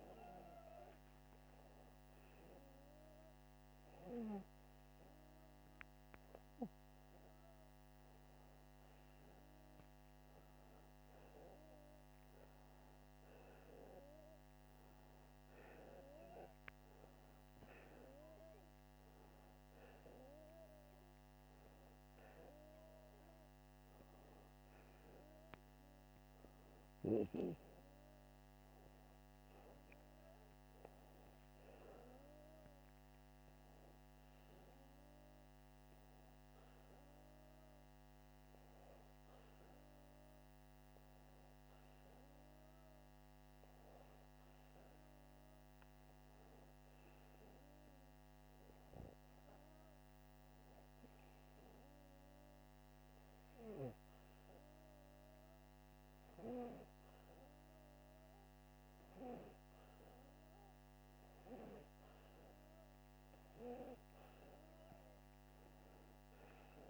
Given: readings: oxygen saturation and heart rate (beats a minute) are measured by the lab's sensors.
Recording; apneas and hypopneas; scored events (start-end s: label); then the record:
breathing in sleep by a microphone on the trachea; none
none scored
From the record:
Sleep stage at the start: N2 (light sleep); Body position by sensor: upright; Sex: male